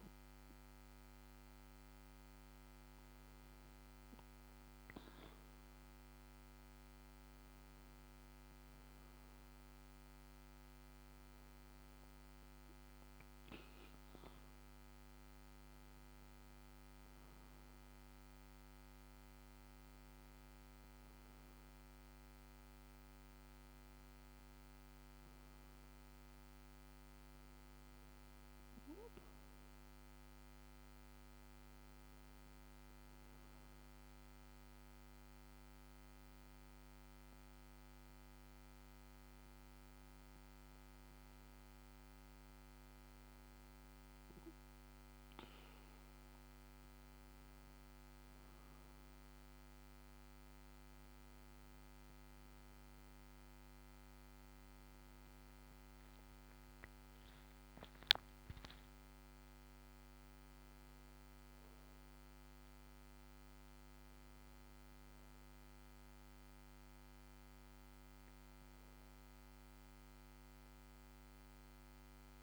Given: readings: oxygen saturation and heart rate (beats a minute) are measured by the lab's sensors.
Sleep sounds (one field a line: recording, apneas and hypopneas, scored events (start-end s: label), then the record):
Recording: breathing in sleep, hard to hear, by a microphone on the trachea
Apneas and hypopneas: none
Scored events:
67.50-72.43 s: new sleep stage, N1 (lightest sleep)
From the record:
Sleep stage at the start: N2 (light sleep)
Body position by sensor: on the back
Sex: male